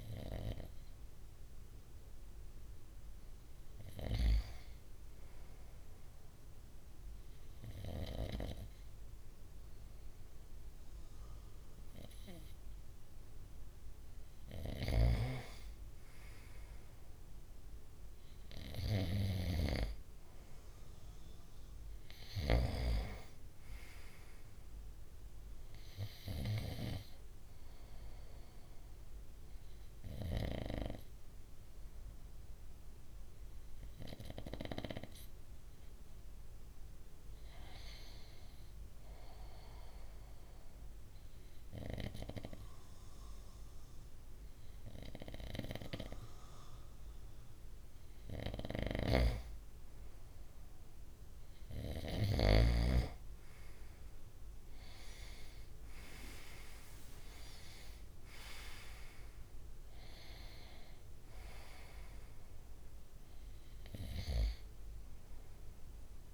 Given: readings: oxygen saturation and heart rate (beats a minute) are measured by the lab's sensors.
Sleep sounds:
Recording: breathing in sleep by a room microphone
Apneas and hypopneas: 2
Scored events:
0.00-4.00 s: oxygen desaturation (device-marked, oxygen 93% lowest, heart rate 66 extreme)
4.50-14.50 s: obstructive apnea (oxygen 96% before, 94% lowest, heart rate 68 before, 67 extreme, up 2 after)
17.00-21.50 s: arousal
38.50-48.50 s: obstructive apnea (oxygen 96% before, 93% lowest, heart rate 68 before, 63 extreme, up 3 after)
52.00-56.00 s: arousal
From the record:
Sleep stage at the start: N2 (light sleep)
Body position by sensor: on the right side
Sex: male

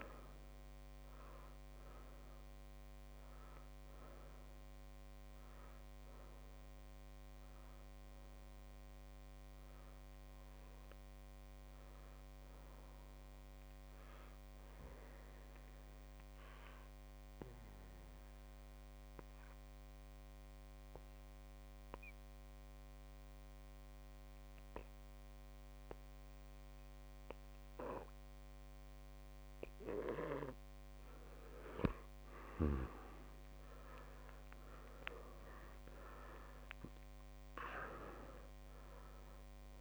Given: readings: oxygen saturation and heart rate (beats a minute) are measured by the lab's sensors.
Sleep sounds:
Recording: breathing in sleep by a microphone on the trachea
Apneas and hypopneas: 1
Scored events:
0.00-6.50 s: oxygen desaturation (device-marked, oxygen 90% lowest)
10.00-31.00 s: obstructive apnea (oxygen 95% before, 90% lowest)
32.50-39.81 s: new sleep stage, awake
37.50-39.81 s: oxygen desaturation (device-marked, oxygen 99% before, 93% lowest)
From the record:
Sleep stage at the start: N2 (light sleep)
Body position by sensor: on the back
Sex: male

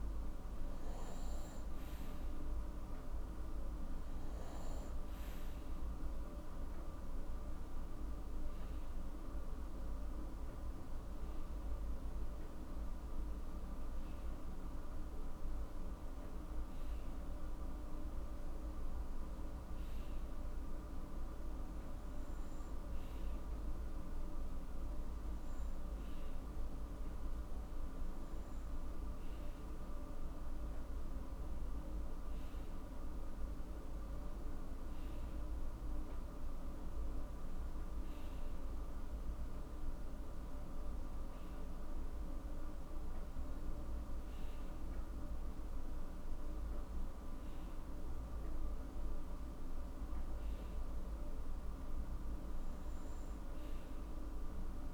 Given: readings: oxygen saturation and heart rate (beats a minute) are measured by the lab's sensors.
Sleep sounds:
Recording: breathing in sleep, hard to hear, by a room microphone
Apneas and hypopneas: none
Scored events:
none scored
From the record:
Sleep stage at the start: N2 (light sleep)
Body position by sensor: on the right side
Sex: male

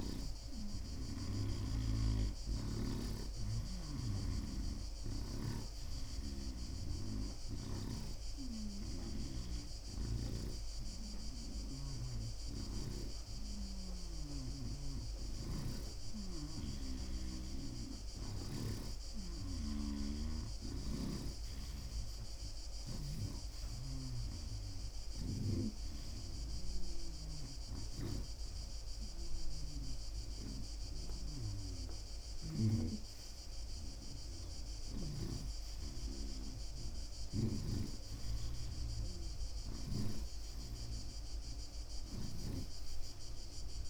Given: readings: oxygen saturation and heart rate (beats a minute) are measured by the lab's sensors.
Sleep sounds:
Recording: breathing in sleep by a room microphone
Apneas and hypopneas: none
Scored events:
0.00-3.00 s: snoring (device-marked)
15.50-21.00 s: snoring (device-marked)
37.50-42.50 s: snoring (device-marked)
From the record:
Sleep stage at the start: REM sleep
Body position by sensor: on the right side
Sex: male

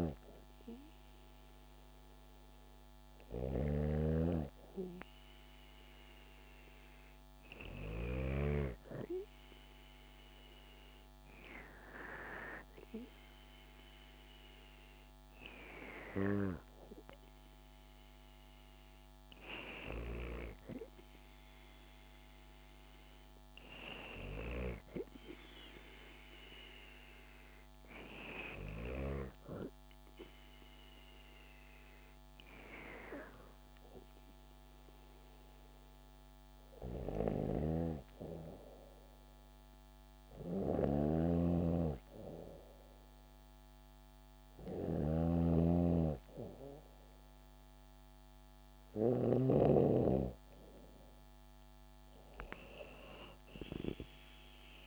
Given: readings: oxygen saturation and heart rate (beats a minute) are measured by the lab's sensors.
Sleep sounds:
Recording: breathing in sleep by a microphone on the trachea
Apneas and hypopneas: none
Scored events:
0.00-3.00 s: snoring (device-marked)
40.00-49.00 s: snoring (device-marked)
52.00-54.87 s: arousal
From the record:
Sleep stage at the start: N2 (light sleep)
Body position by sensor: on the back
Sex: female

